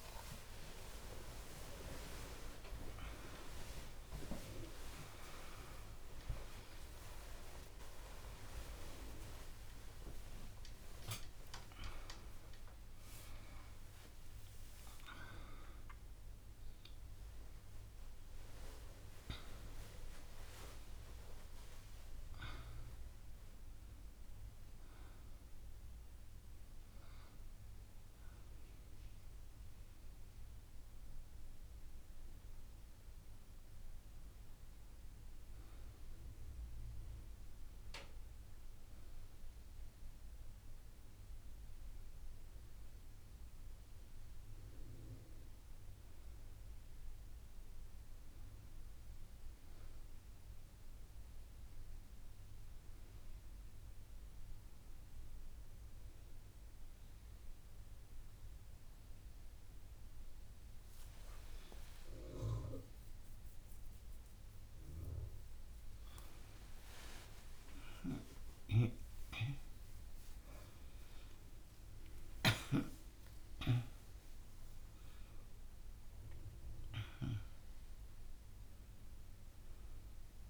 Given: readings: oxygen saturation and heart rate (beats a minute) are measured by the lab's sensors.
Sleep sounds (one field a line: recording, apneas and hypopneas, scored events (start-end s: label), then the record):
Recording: a person awake in a sleep study, by a room microphone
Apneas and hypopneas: none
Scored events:
40.50-80.50 s: new sleep stage, N1 (lightest sleep)
63.00-68.00 s: arousal
From the record:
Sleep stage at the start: awake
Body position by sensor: on the back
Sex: female